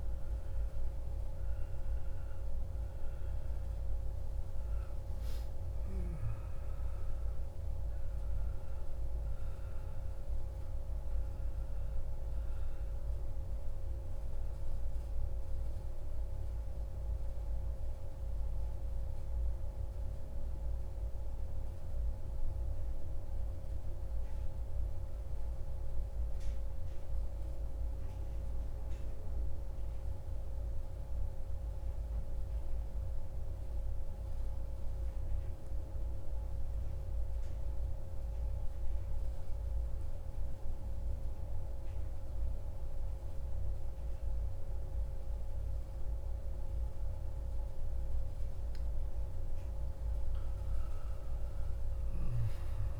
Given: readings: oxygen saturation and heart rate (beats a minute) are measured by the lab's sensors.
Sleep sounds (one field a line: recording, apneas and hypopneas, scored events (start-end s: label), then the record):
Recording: breathing in sleep, hard to hear, by a room microphone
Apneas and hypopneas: 1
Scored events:
0.00-7.50 s: oxygen desaturation (device-marked, oxygen 90% lowest)
5.00-8.00 s: arousal
10.00-48.00 s: central apnea (oxygen 98% before, 91% lowest)
42.50-53.00 s: oxygen desaturation (device-marked, oxygen 97% before, 91% lowest)
51.00-53.00 s: arousal
From the record:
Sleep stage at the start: N2 (light sleep)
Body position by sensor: on the back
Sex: male